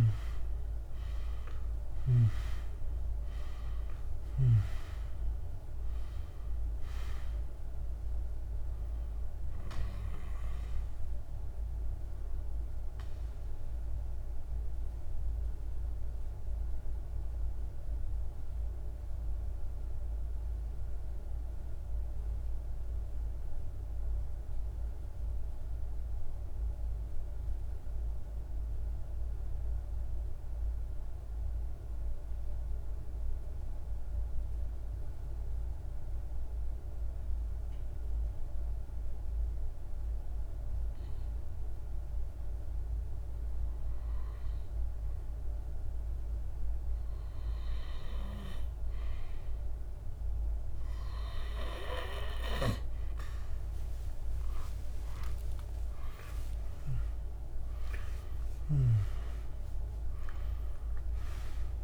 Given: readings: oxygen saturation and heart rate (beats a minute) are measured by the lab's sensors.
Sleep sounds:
breathing in sleep by a room microphone; 1
0.00-20.50 s: oxygen desaturation (device-marked, oxygen 88% lowest, heart rate 38 extreme)
12.00-53.00 s: mixed apnea (oxygen 98% before, 88% lowest, heart rate 51 before, 44 extreme, up 53 after)
38.50-61.84 s: oxygen desaturation (device-marked, oxygen 99% before, 88% lowest, heart rate 49 before, 36 extreme)
53.50-58.00 s: arousal
From the record:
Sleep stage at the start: N2 (light sleep); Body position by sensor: on the back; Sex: male

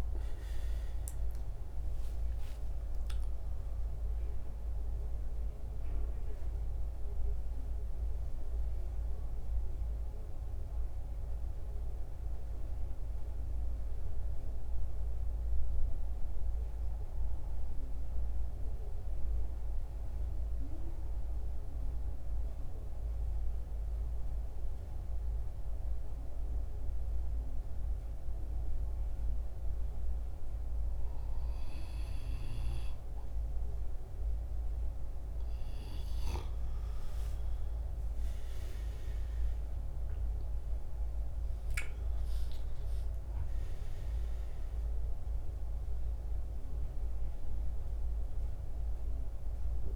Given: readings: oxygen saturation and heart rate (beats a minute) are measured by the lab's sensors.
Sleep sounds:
a person partly awake in a sleep study, hard to hear, by a room microphone; 1
0.00-23.00 s: oxygen desaturation (device-marked, oxygen 83% lowest, heart rate 67 extreme)
14.50-30.00 s: obstructive apnea (oxygen 93% before, 83% lowest, heart rate 80 before, 67 extreme, up 4 after)
31.00-49.96 s: new sleep stage, awake
35.00-49.96 s: oxygen desaturation (device-marked, oxygen 95% before, 83% lowest, heart rate 69 before, 73 extreme)
From the record:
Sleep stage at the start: N2 (light sleep); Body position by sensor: on the back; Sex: male

